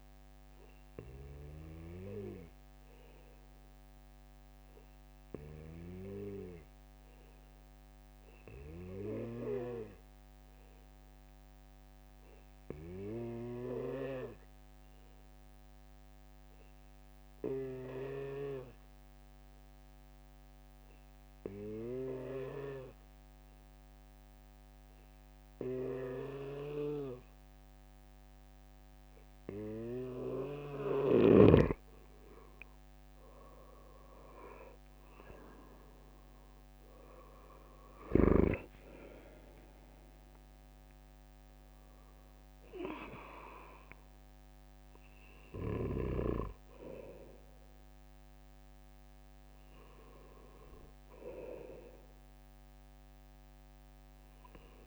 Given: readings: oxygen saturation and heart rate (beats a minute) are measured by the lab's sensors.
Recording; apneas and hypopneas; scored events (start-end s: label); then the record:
breathing in sleep by a microphone on the trachea; 1
3.00-30.00 s: obstructive apnea (oxygen 97% before, 93% lowest, heart rate 65 before, 59 extreme, up 6 after)
34.50-38.50 s: arousal
49.00-51.00 s: bradycardia (device-marked, heart rate 67 before, 61 extreme)
From the record:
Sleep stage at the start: N2 (light sleep); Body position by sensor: on the right side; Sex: male